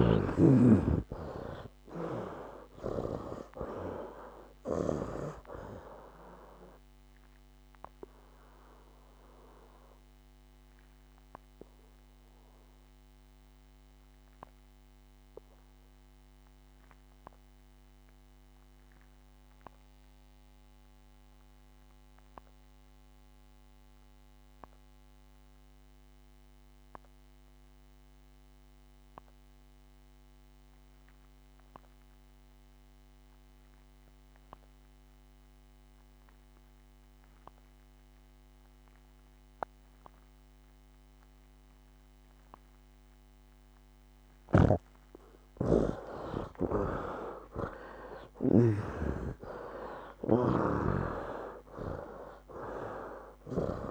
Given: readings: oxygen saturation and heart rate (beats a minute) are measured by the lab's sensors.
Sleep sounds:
breathing in sleep by a microphone on the trachea; 1
0.00-3.50 s: arousal
0.00-5.00 s: snoring (device-marked)
0.00-26.50 s: oxygen desaturation (device-marked, oxygen 62% lowest, heart rate 63 extreme)
8.00-44.00 s: obstructive apnea (oxygen 95% before, 62% lowest, heart rate 74 before, 63 extreme, up 18 after)
8.50-10.50 s: long interval between heartbeats (device-marked, heart rate 75 before, 89 extreme)
28.50-53.90 s: oxygen desaturation (device-marked, oxygen 99% before, 63% lowest, heart rate 71 before, 67 extreme)
44.00-48.50 s: snoring (device-marked)
45.00-50.00 s: arousal
From the record:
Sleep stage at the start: N2 (light sleep); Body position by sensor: on the right side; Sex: male

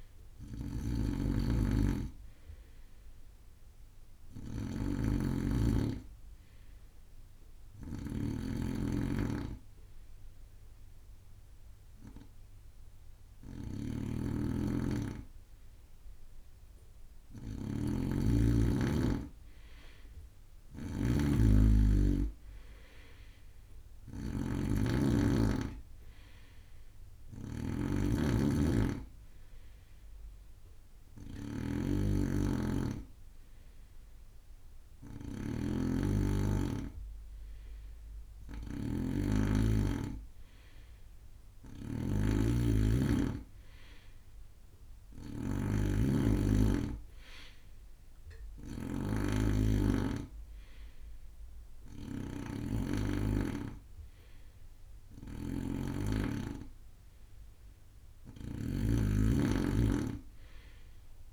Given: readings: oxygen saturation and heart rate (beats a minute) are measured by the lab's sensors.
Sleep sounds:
breathing in sleep by a room microphone; 1
0.50-61.33 s: snoring (device-marked)
9.50-19.50 s: hypopnea (oxygen 93% before, 92% lowest)
From the record:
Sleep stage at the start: N2 (light sleep); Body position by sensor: on the right side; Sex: male

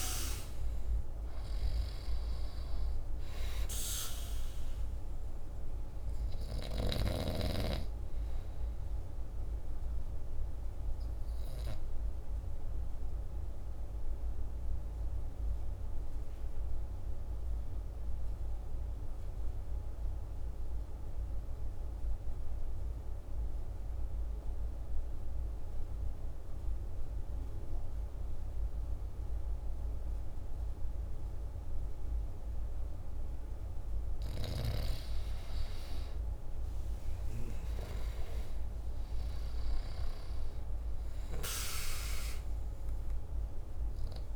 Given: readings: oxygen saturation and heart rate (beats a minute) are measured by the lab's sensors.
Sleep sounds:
breathing in sleep by a room microphone; 1
0.00-24.00 s: oxygen desaturation (device-marked, oxygen 84% lowest, heart rate 48 extreme)
12.50-33.50 s: mixed apnea (oxygen 98% before, 84% lowest, heart rate 60 before, 48 extreme, up 12 after)
35.00-44.36 s: oxygen desaturation (device-marked, oxygen 99% before, 87% lowest, heart rate 50 before, 49 extreme)
36.00-40.50 s: arousal
From the record:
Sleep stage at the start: N2 (light sleep); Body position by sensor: on the back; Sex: male

